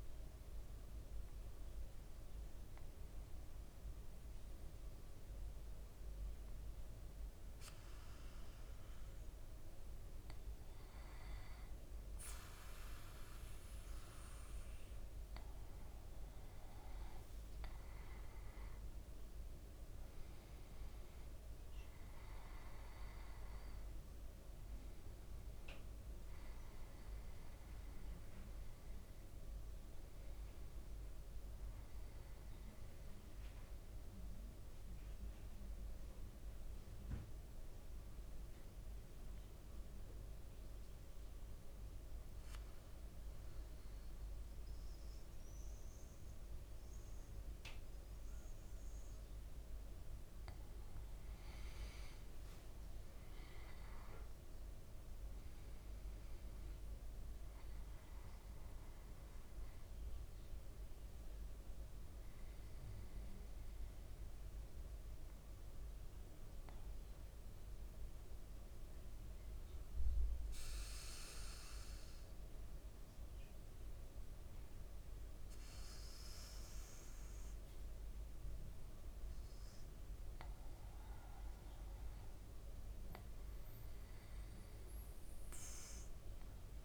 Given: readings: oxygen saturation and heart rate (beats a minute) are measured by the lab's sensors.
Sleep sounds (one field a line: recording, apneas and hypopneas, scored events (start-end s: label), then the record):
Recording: breathing in sleep, hard to hear, by a room microphone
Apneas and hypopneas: 3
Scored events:
4.00-16.00 s: obstructive apnea (oxygen 97% before, 95% lowest, heart rate 56 before, 52 extreme, up 4 after)
17.50-23.50 s: arousal
32.00-50.50 s: mixed apnea (oxygen 98% before, 95% lowest, heart rate 57 before, 52 extreme, up 7 after)
50.50-52.50 s: leg movement (device-marked)
52.00-57.00 s: arousal
64.50-81.00 s: obstructive apnea (oxygen 98% before, 95% lowest, heart rate 56 before, 52 extreme, up 5 after)
83.00-86.85 s: arousal
From the record:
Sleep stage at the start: N2 (light sleep)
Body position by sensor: on the back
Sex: male